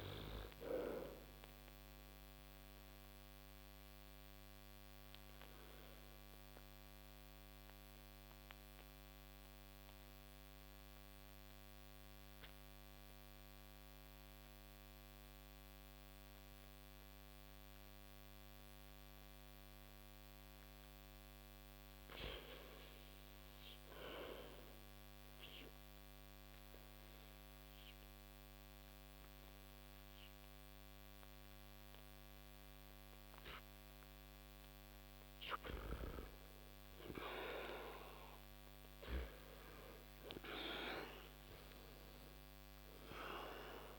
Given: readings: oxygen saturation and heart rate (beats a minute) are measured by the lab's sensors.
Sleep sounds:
breathing in sleep by a microphone on the trachea; 2
1.00-31.00 s: oxygen desaturation (device-marked, oxygen 96% before, 84% lowest, heart rate 30 before, 25 extreme)
2.00-20.00 s: obstructive apnea (oxygen 96% before, 84% lowest, heart rate 31 before, 27 extreme, up 7 after)
21.50-23.50 s: arousal
25.00-35.50 s: mixed apnea (oxygen 96% before, 85% lowest, heart rate 34 before, 25 extreme, up 10 after)
40.00-43.99 s: arousal
41.00-43.99 s: oxygen desaturation (device-marked, oxygen 96% before, 85% lowest)
From the record:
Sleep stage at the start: REM sleep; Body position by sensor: on the back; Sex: male

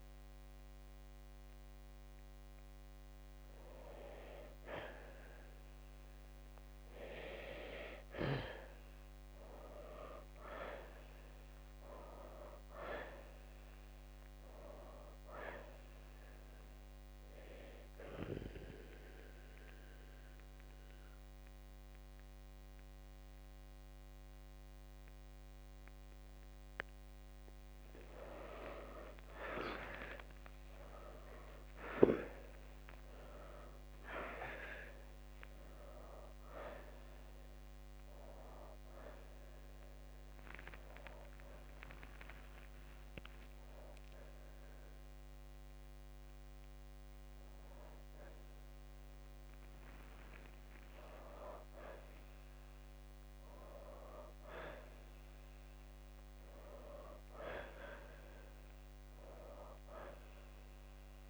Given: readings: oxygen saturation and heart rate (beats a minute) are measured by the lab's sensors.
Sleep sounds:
breathing in sleep by a microphone on the trachea; 1
0.00-9.00 s: oxygen desaturation (device-marked, oxygen 86% lowest, heart rate 57 extreme)
10.50-14.00 s: arousal
17.00-27.50 s: central apnea (oxygen 95% before, 85% lowest, heart rate 64 before, 57 extreme, up 11 after)
20.00-32.00 s: oxygen desaturation (device-marked, oxygen 95% before, 89% lowest, heart rate 64 before, 60 extreme)
29.00-32.50 s: arousal
45.00-61.00 s: oxygen desaturation (device-marked, oxygen 92% before, 85% lowest, heart rate 65 before, 54 extreme)
From the record:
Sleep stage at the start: N2 (light sleep); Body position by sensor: on the left side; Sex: male

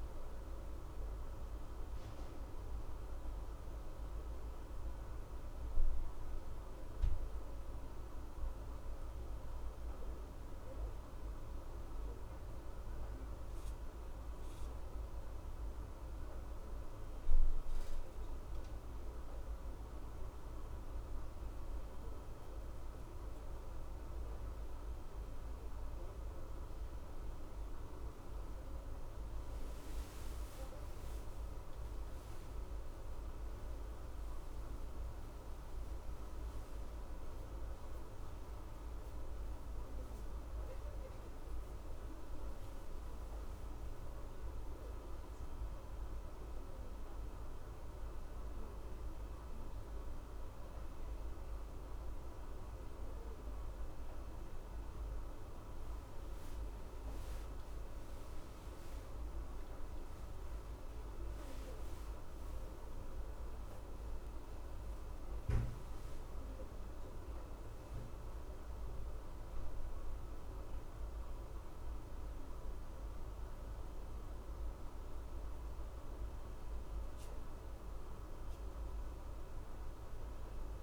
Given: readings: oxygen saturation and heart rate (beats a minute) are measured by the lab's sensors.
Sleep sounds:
breathing in sleep, hard to hear, by a room microphone; none
none scored
From the record:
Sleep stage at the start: N2 (light sleep); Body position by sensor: on the left side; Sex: male

